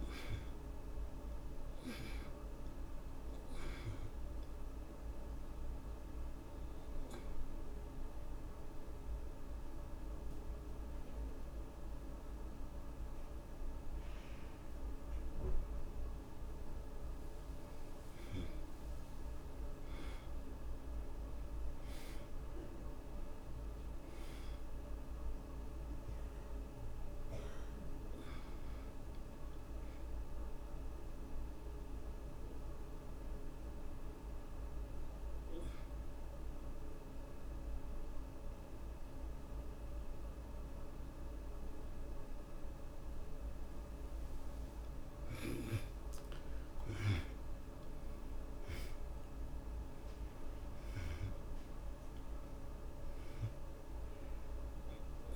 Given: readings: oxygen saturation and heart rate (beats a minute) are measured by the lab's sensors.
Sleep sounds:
breathing in sleep, hard to hear, by a room microphone; 2
5.50-17.00 s: obstructive apnea (oxygen 93% before, 74% lowest, heart rate 95 before, 59 extreme)
8.50-18.50 s: oxygen desaturation (device-marked, oxygen 93% before, 80% lowest, heart rate 107 before, 59 extreme)
18.00-22.50 s: arousal
25.50-40.50 s: oxygen desaturation (device-marked, oxygen 91% before, 76% lowest, heart rate 120 before, 59 extreme)
31.00-44.50 s: obstructive apnea (oxygen 92% before, 73% lowest, heart rate 106 before, 59 extreme, up 12 after)
46.00-50.00 s: arousal
46.50-55.36 s: oxygen desaturation (device-marked, oxygen 93% before, 74% lowest, heart rate 64 before, 62 extreme)
From the record:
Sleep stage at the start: N2 (light sleep); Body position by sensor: on the back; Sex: male

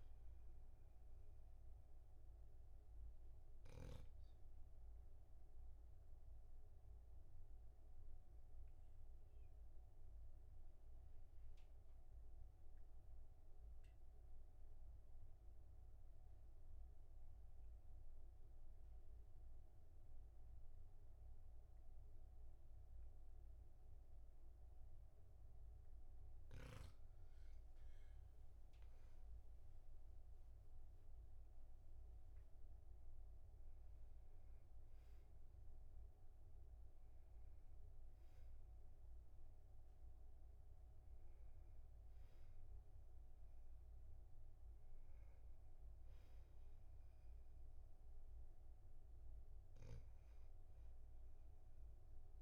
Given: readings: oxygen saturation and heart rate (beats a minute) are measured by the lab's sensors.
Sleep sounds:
breathing in sleep, hard to hear, by a room microphone; 1
1.50-25.50 s: obstructive apnea (oxygen 99% before, 96% lowest, heart rate 45 before, 42 extreme, up 10 after)
31.00-36.00 s: arousal
From the record:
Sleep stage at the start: N2 (light sleep); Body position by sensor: on the back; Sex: male

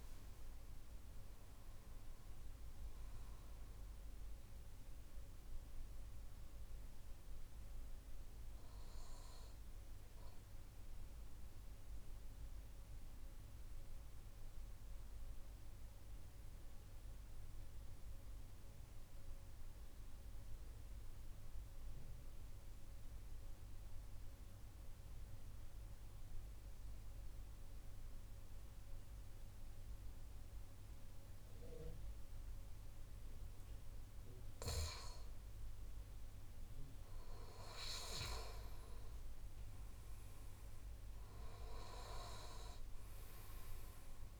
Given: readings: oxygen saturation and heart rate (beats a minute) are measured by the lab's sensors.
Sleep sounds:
breathing in sleep by a room microphone; 1
10.50-34.00 s: obstructive apnea (oxygen 96% before, 90% lowest, heart rate 100 before, 36 extreme)
34.50-44.40 s: oxygen desaturation (device-marked, oxygen 96% before, 90% lowest, heart rate 78 before, 48 extreme)
36.00-40.50 s: arousal
From the record:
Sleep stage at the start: N2 (light sleep); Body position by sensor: on the right side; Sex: male

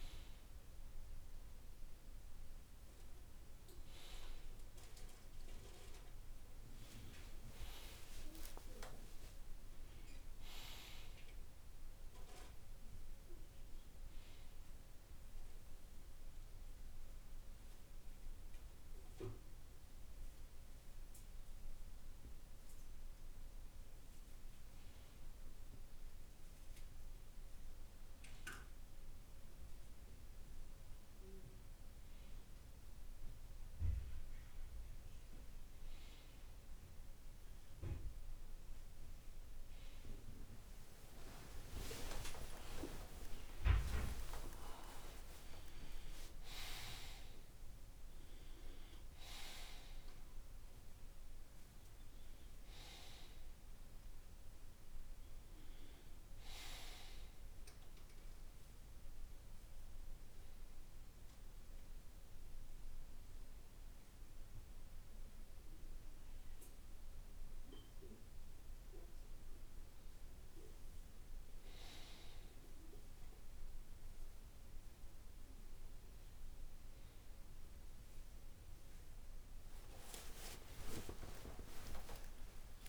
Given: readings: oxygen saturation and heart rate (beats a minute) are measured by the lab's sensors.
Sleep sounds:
breathing in sleep by a room microphone; 1
6.00-10.00 s: arousal
41.50-46.00 s: arousal
58.00-69.50 s: central apnea (oxygen 96% before, 95% lowest, heart rate 58 before, 49 extreme, up 2 after)
75.50-80.00 s: arousal
From the record:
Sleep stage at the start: N1 (lightest sleep); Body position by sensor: on the right side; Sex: male

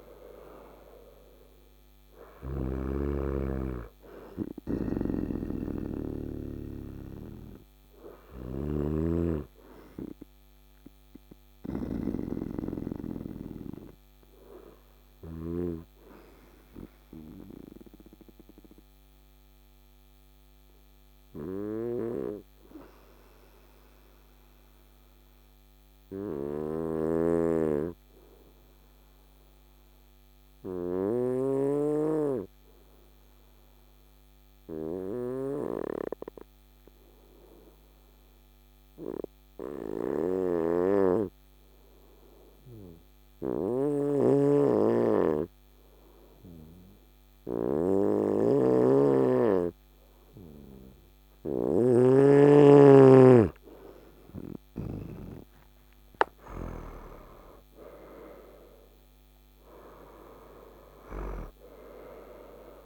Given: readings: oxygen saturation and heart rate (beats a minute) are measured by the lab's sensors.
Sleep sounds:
breathing in sleep by a microphone on the trachea; 1
2.00-8.50 s: snoring (device-marked)
14.00-48.00 s: obstructive apnea (oxygen 95% before, 92% lowest, heart rate 65 before, 55 extreme, up 5 after)
43.00-51.50 s: snoring (device-marked)
53.50-57.00 s: arousal
57.50-62.86 s: oxygen desaturation (device-marked, oxygen 96% before, 92% lowest, heart rate 57 before, 54 extreme)
From the record:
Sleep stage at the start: N2 (light sleep); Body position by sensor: on the right side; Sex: male

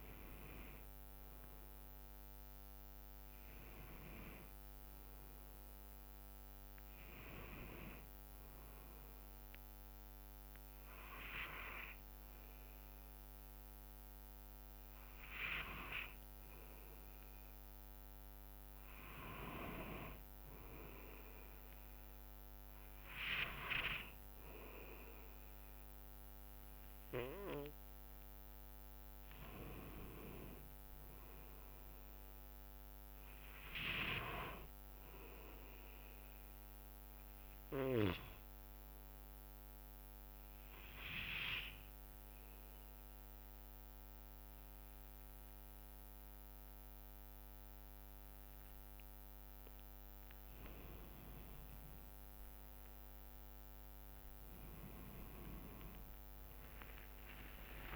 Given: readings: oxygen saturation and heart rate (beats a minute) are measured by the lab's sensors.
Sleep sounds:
a person partly awake in a sleep study, by a microphone on the trachea; 2
1.50-57.96 s: new sleep stage, N2 (light sleep)
10.00-20.50 s: hypopnea (oxygen 99% before, 91% lowest, heart rate 67 before, 63 extreme, up 3 after)
23.00-27.50 s: arousal
40.00-50.50 s: obstructive apnea (oxygen 96% before, 91% lowest, heart rate 65 before, 63 extreme, up 9 after)
53.50-57.96 s: arousal
56.50-57.96 s: oxygen desaturation (device-marked, oxygen 96% before, 91% lowest, heart rate 64 before, 63 extreme)
From the record:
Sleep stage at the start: awake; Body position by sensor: on the back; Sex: male

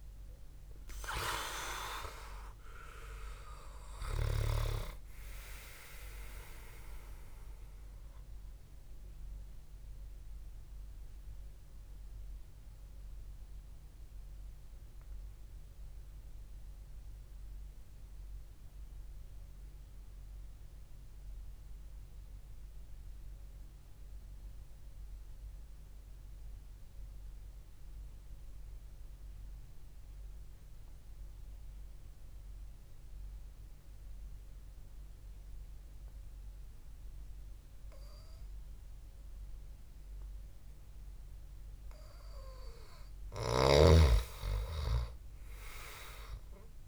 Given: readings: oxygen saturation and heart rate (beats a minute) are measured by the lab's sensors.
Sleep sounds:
breathing in sleep by a room microphone; 1
0.00-2.00 s: arousal
0.00-17.00 s: oxygen desaturation (device-marked, oxygen 93% lowest, heart rate 66 extreme)
10.00-42.00 s: mixed apnea (oxygen 99% before, 91% lowest, heart rate 68 before, 61 extreme)
30.00-46.88 s: new sleep stage, N2 (light sleep)
43.00-46.88 s: oxygen desaturation (device-marked, oxygen 99% before, 91% lowest, heart rate 72 before, 57 extreme)
44.50-46.88 s: arousal
From the record:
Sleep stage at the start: REM sleep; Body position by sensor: on the back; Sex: male

